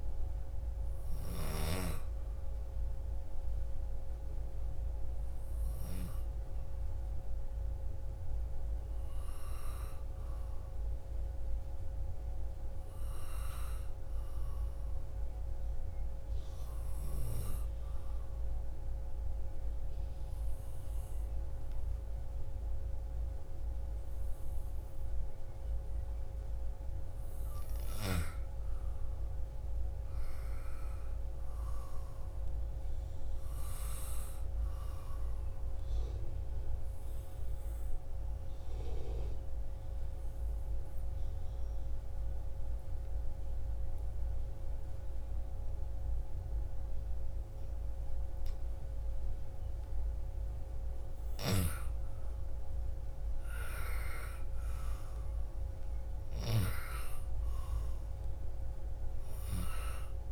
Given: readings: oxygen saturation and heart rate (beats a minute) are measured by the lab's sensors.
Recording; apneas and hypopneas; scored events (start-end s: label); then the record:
breathing in sleep by a room microphone; 2
0.00-13.50 s: oxygen desaturation (device-marked, oxygen 89% lowest, heart rate 56 extreme)
16.50-27.00 s: obstructive apnea (oxygen 98% before, 91% lowest, heart rate 71 before, 56 extreme, up 4 after)
28.50-32.00 s: arousal
36.00-48.50 s: obstructive apnea (oxygen 98% before, 91% lowest, heart rate 64 before, 55 extreme, up 53 after)
36.50-47.50 s: oxygen desaturation (device-marked, oxygen 96% before, 92% lowest, heart rate 63 before, 55 extreme)
51.50-56.00 s: arousal
57.50-60.32 s: oxygen desaturation (device-marked, oxygen 97% before, 91% lowest, heart rate 76 before, 54 extreme)
From the record:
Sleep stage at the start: N2 (light sleep); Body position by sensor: on the back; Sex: female